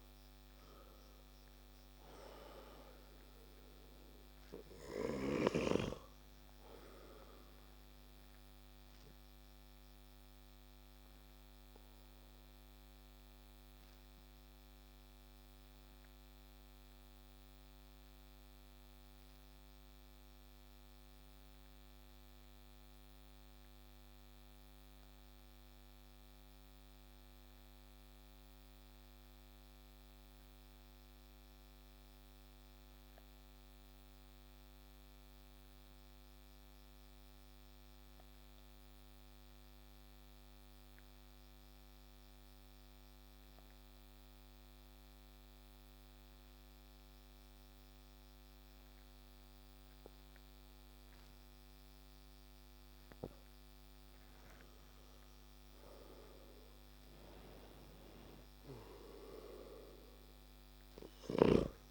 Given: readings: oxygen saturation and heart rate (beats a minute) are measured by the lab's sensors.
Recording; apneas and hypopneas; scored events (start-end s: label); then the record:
breathing in sleep by a microphone on the trachea; 1
0.00-1.00 s: arousal
0.00-34.50 s: oxygen desaturation (device-marked, oxygen 89% lowest, heart rate 26 extreme)
8.00-53.00 s: obstructive apnea (oxygen 97% before, 89% lowest, heart rate 41 before, 26 extreme, up 5 after)
51.50-61.91 s: oxygen desaturation (device-marked, oxygen 97% before, 93% lowest)
54.50-58.00 s: arousal
From the record:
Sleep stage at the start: N2 (light sleep); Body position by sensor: on the back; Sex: male